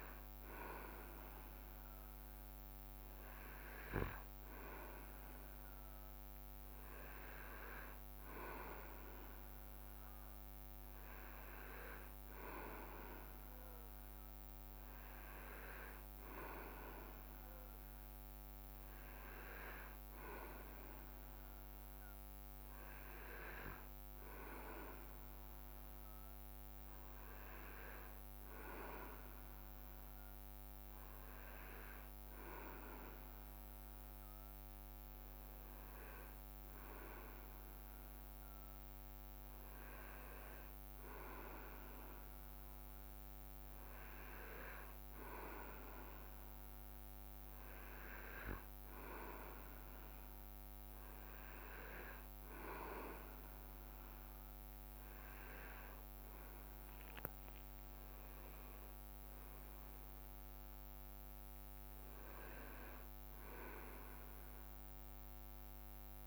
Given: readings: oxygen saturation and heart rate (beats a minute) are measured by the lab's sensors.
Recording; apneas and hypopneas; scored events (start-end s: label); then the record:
breathing in sleep by a microphone on the trachea; none
55.50-62.00 s: leg movement (device-marked)
From the record:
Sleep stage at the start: N2 (light sleep); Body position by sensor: on the back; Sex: male